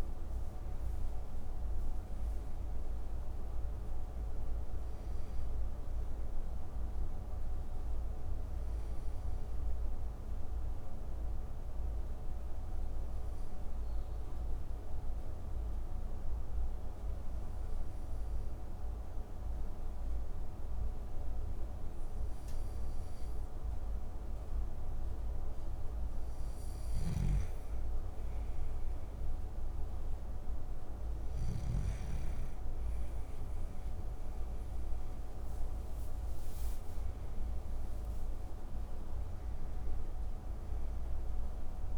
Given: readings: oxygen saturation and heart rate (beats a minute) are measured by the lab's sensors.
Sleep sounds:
breathing in sleep, hard to hear, by a room microphone; 1
0.00-13.00 s: oxygen desaturation (device-marked, oxygen 93% lowest)
10.50-24.00 s: obstructive apnea (oxygen 97% before, 91% lowest)
26.00-31.00 s: snoring (device-marked)
27.00-30.00 s: arousal
35.00-41.98 s: oxygen desaturation (device-marked, oxygen 95% before, 92% lowest)
From the record:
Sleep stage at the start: N2 (light sleep); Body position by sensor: on the back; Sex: male

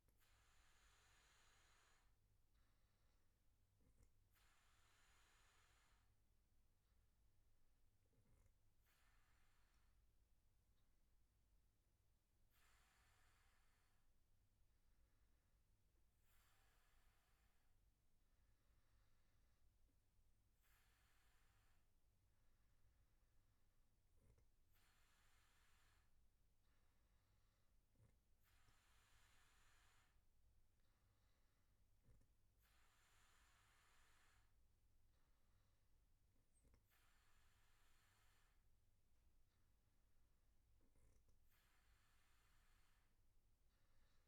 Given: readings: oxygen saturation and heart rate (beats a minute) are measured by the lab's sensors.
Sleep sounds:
breathing in sleep, hard to hear, by a room microphone; none
none scored
From the record:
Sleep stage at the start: N3 (deep sleep); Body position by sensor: on the back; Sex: male

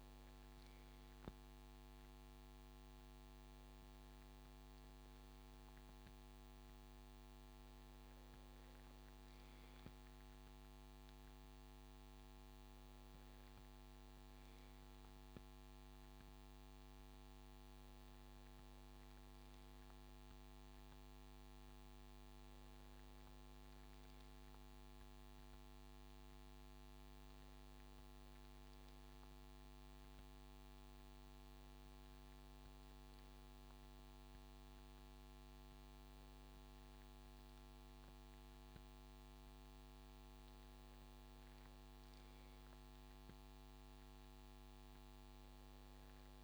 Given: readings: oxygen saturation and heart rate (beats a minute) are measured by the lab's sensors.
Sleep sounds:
breathing in sleep, hard to hear, by a microphone on the trachea; none
none scored
From the record:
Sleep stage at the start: N2 (light sleep); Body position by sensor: on the left side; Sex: male

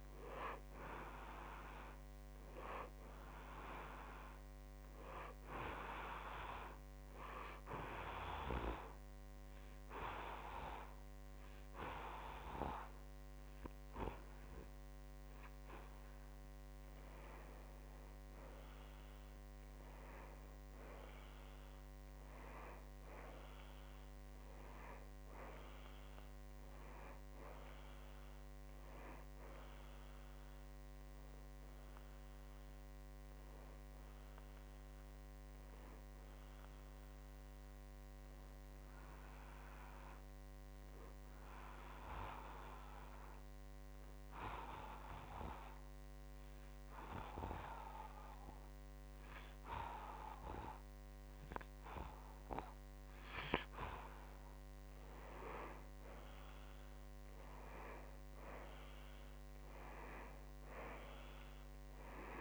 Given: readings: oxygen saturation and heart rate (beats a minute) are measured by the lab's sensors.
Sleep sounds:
breathing in sleep by a microphone on the trachea; 2
8.00-18.00 s: obstructive apnea (oxygen 98% before, 92% lowest, heart rate 62 before, 57 extreme, up 3 after)
20.50-24.50 s: arousal
42.00-54.50 s: obstructive apnea (oxygen 95% before, 90% lowest, heart rate 62 before, 57 extreme, up 7 after)
56.50-61.00 s: arousal
From the record:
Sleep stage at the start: N2 (light sleep); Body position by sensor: on the back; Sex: male

